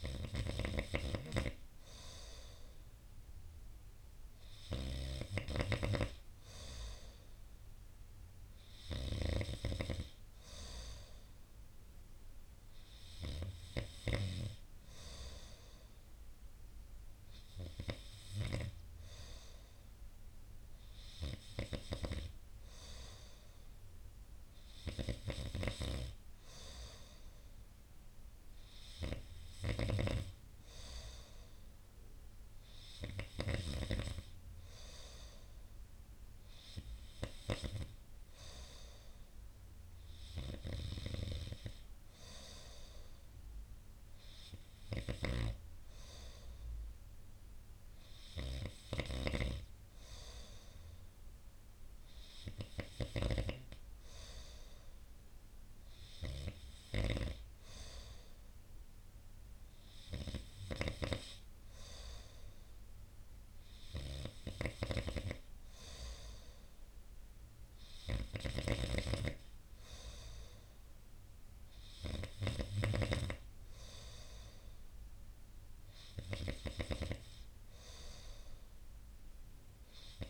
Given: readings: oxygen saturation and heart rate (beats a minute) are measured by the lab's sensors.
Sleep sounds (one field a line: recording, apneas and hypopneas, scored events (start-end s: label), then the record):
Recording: breathing in sleep by a room microphone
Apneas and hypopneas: none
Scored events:
none scored
From the record:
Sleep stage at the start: N2 (light sleep)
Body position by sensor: on the right side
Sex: male